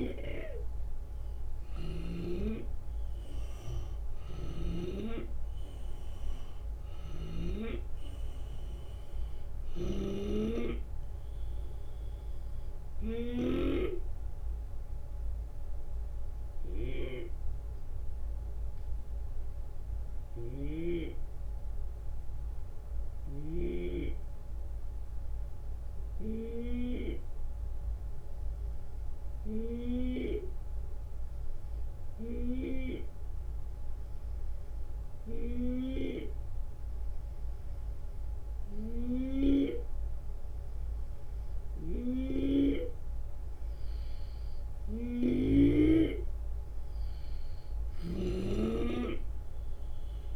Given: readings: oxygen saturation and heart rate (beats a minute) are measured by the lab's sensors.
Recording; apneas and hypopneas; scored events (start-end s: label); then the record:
breathing in sleep by a room microphone; 1
0.00-14.00 s: drop in pulse transit time (device-marked, heart rate 74 extreme)
0.00-32.00 s: oxygen desaturation (device-marked, oxygen 85% lowest, heart rate 67 extreme)
9.00-13.50 s: snoring (device-marked)
13.50-27.00 s: obstructive apnea (oxygen 92% before, 85% lowest, heart rate 76 before, 67 extreme, up 6 after)
32.50-36.50 s: arousal
41.00-50.35 s: snoring (device-marked)
45.00-50.35 s: drop in pulse transit time (device-marked, heart rate 71 before, 72 extreme)
47.50-50.35 s: arousal
From the record:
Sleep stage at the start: N2 (light sleep); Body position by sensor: on the left side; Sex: male